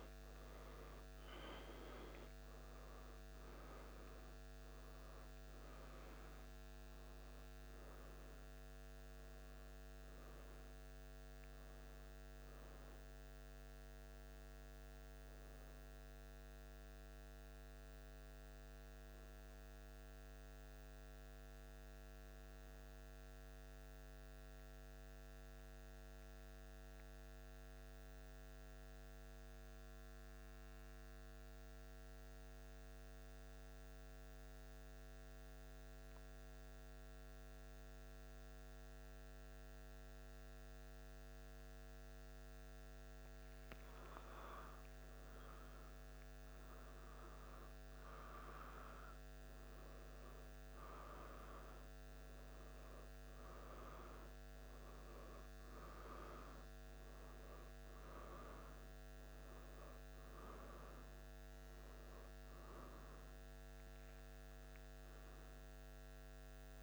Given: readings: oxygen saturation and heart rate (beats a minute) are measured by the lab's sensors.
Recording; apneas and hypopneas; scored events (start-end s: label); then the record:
breathing in sleep, hard to hear, by a microphone on the trachea; 1
14.00-66.83 s: new sleep stage, N1 (lightest sleep)
23.00-44.50 s: mixed apnea (oxygen 97% before, 93% lowest, heart rate 78 before, 76 extreme, up 1 after)
46.50-51.00 s: arousal
54.00-65.00 s: oxygen desaturation (device-marked, oxygen 97% before, 94% lowest, heart rate 77 before, 76 extreme)
From the record:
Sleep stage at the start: N2 (light sleep); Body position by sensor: on the back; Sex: male